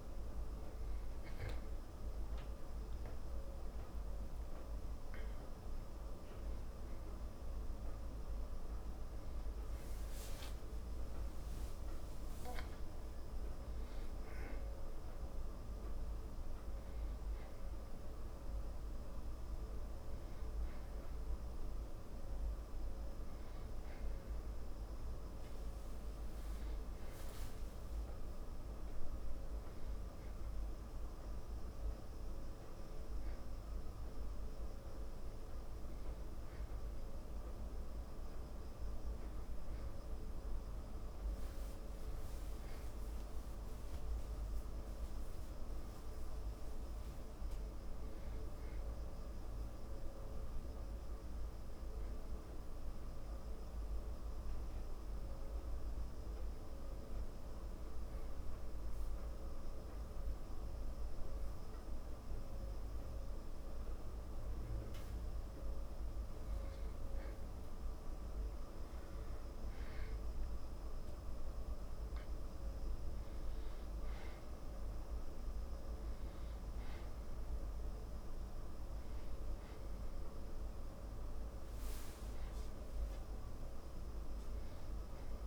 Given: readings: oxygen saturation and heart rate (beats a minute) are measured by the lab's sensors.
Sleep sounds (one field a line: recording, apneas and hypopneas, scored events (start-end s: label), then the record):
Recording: breathing in sleep, hard to hear, by a room microphone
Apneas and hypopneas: 1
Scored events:
0.00-4.50 s: arousal
0.00-5.50 s: oxygen desaturation (device-marked, oxygen 92% lowest, heart rate 55 extreme)
56.00-67.50 s: obstructive apnea (oxygen 96% before, 90% lowest, heart rate 67 before, 54 extreme, up 0 after)
72.00-75.00 s: arousal
75.50-85.47 s: oxygen desaturation (device-marked, oxygen 95% before, 90% lowest, heart rate 61 before, 54 extreme)
From the record:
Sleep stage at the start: N2 (light sleep)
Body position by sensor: on the back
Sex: male